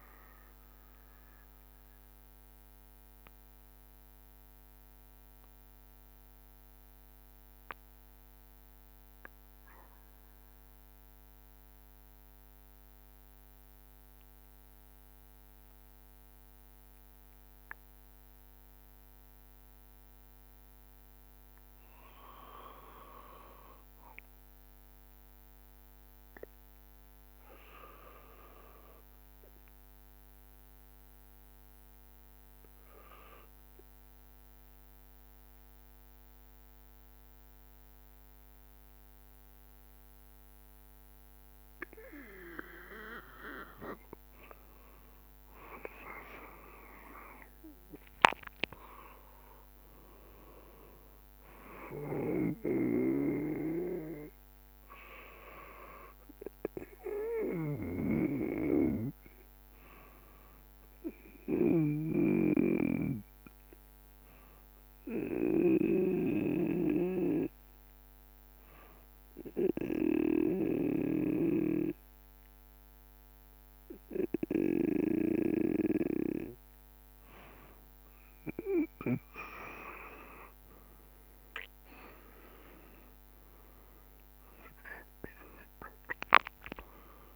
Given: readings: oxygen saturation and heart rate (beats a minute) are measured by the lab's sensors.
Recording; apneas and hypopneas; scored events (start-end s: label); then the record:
breathing in sleep by a microphone on the trachea; 2
0.00-5.00 s: oxygen desaturation (device-marked, oxygen 90% lowest, heart rate 63 extreme)
1.00-22.00 s: mixed apnea (oxygen 94% before, 90% lowest, heart rate 73 before, 63 extreme, up 4 after)
23.50-26.50 s: arousal
26.00-42.00 s: oxygen desaturation (device-marked, oxygen 98% before, 94% lowest, heart rate 68 before, 65 extreme)
46.00-50.00 s: arousal
62.50-75.50 s: obstructive apnea (oxygen 96% before, 94% lowest, heart rate 70 before, 66 extreme, up 6 after)
80.00-87.36 s: drop in pulse transit time (device-marked, heart rate 68 before, 68 extreme)
80.50-85.00 s: arousal
From the record:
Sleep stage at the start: N2 (light sleep); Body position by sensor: on the back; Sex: male